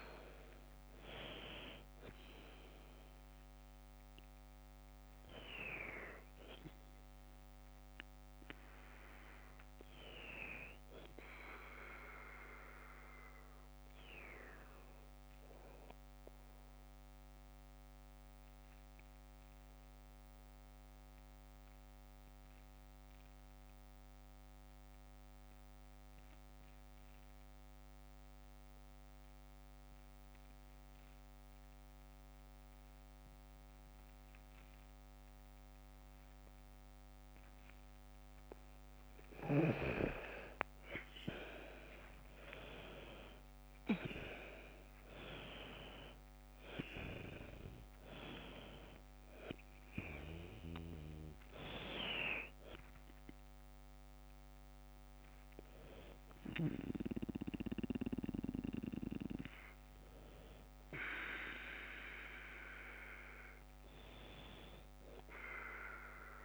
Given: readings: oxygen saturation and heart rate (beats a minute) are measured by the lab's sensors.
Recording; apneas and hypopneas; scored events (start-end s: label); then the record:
breathing in sleep by a microphone on the trachea; 1
0.00-3.50 s: oxygen desaturation (device-marked, oxygen 94% lowest, heart rate 45 extreme)
16.00-37.50 s: obstructive apnea (oxygen 97% before, 93% lowest, heart rate 53 before, 46 extreme, up 10 after)
37.50-66.45 s: oxygen desaturation (device-marked, oxygen 100% before, 93% lowest, heart rate 47 before, 47 extreme)
39.50-43.50 s: arousal
From the record:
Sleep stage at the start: N2 (light sleep); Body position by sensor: on the left side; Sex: female